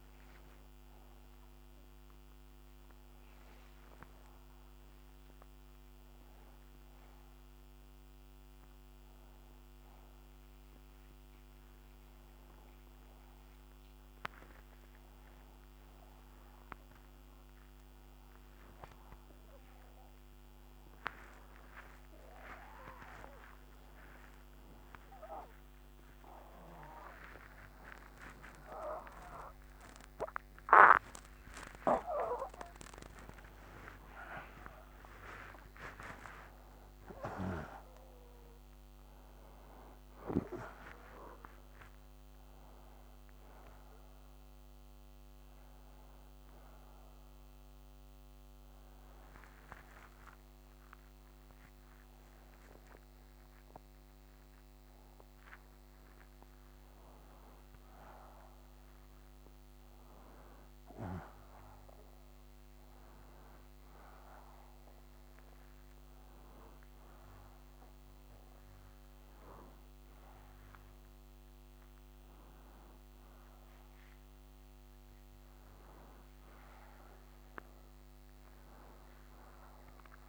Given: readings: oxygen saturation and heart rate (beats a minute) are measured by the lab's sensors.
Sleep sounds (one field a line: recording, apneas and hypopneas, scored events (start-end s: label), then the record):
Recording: a person awake in a sleep study, by a microphone on the trachea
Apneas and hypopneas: none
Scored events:
71.00-77.00 s: oxygen desaturation (device-marked, oxygen 95% before, 92% lowest, heart rate 101 before, 60 extreme)
From the record:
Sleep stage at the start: awake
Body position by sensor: on the right side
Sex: male